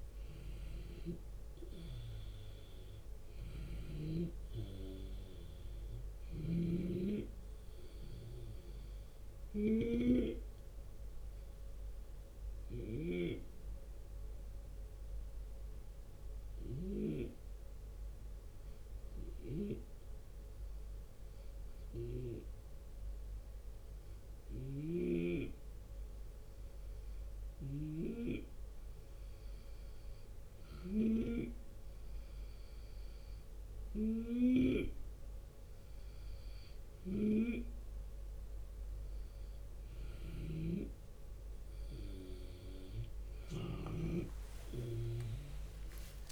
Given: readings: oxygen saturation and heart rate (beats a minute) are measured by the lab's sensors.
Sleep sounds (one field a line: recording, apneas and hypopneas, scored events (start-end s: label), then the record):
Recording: breathing in sleep by a room microphone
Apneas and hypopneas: 1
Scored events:
0.00-16.00 s: drop in pulse transit time (device-marked, heart rate 75 extreme)
0.00-28.00 s: oxygen desaturation (device-marked, oxygen 91% lowest, heart rate 74 extreme)
5.50-9.50 s: snoring (device-marked)
10.50-35.00 s: hypopnea (oxygen 97% before, 91% lowest, heart rate 76 before, 74 extreme, up 3 after)
24.00-30.50 s: snoring (device-marked)
36.00-46.32 s: oxygen desaturation (device-marked, oxygen 97% before, 93% lowest, heart rate 75 before, 75 extreme)
36.50-46.32 s: snoring (device-marked)
43.00-46.32 s: drop in pulse transit time (device-marked, heart rate 76 before, 75 extreme)
44.50-46.32 s: arousal
From the record:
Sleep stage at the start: N2 (light sleep)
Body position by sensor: on the left side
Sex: male